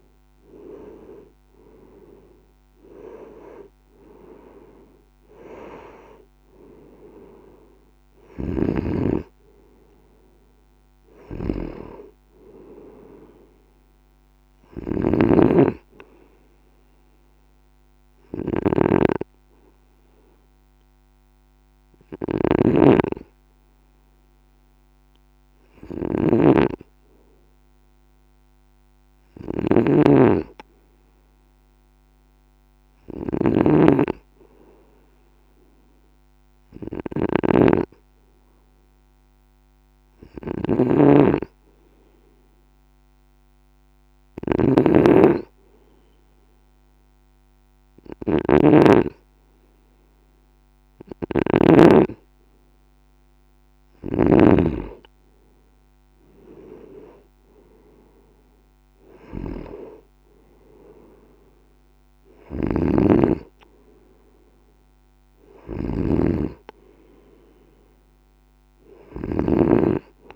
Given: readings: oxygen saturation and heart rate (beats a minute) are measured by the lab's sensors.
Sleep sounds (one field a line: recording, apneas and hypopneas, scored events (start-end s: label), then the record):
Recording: breathing in sleep by a microphone on the trachea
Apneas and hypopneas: 1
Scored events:
0.00-1.00 s: arousal
8.00-54.50 s: snoring (device-marked)
19.00-45.00 s: hypopnea (oxygen 97% before, 93% lowest, heart rate 61 before, 53 extreme, up 2 after)
47.00-51.00 s: arousal
62.50-70.36 s: snoring (device-marked)
From the record:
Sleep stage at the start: N2 (light sleep)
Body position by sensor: on the right side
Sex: male